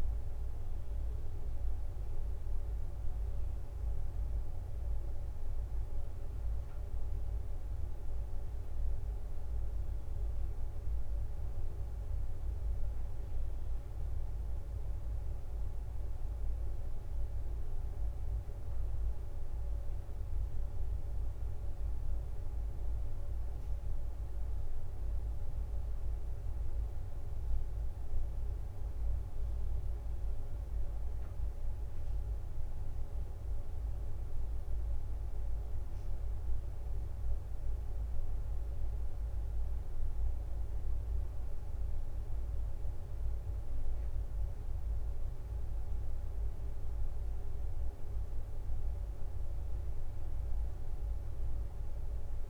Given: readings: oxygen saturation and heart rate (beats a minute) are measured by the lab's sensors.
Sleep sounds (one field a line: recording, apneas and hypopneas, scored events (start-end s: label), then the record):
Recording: breathing in sleep, hard to hear, by a room microphone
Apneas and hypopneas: none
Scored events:
15.50-20.50 s: leg movement (device-marked)
43.00-52.49 s: new sleep stage, N2 (light sleep)
From the record:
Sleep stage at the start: N1 (lightest sleep)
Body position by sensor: on the back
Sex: female